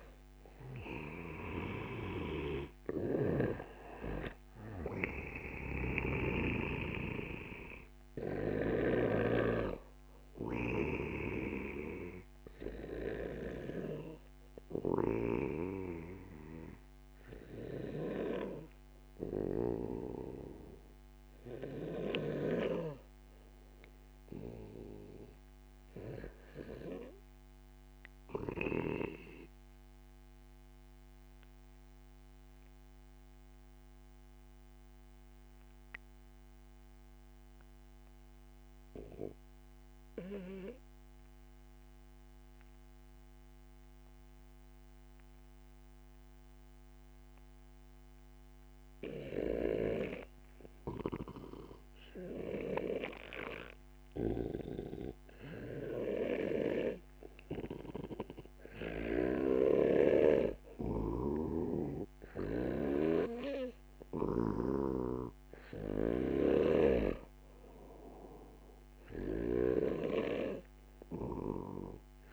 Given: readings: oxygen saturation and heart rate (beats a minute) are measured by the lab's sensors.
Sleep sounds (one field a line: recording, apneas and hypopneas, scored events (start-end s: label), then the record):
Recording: breathing in sleep by a microphone on the trachea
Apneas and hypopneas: 1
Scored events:
0.00-3.00 s: snoring (device-marked)
0.50-4.00 s: arousal
3.00-26.00 s: oxygen desaturation (device-marked, oxygen 90% before, 86% lowest, heart rate 55 before, 34 extreme)
5.00-8.50 s: snoring (device-marked)
10.50-19.50 s: snoring (device-marked)
30.00-50.50 s: obstructive apnea (oxygen 98% before, 90% lowest)
52.00-72.33 s: oxygen desaturation (device-marked, oxygen 97% before, 90% lowest)
53.50-56.50 s: arousal
54.00-59.00 s: snoring (device-marked)
61.00-64.50 s: snoring (device-marked)
From the record:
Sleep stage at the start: REM sleep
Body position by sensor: on the back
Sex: male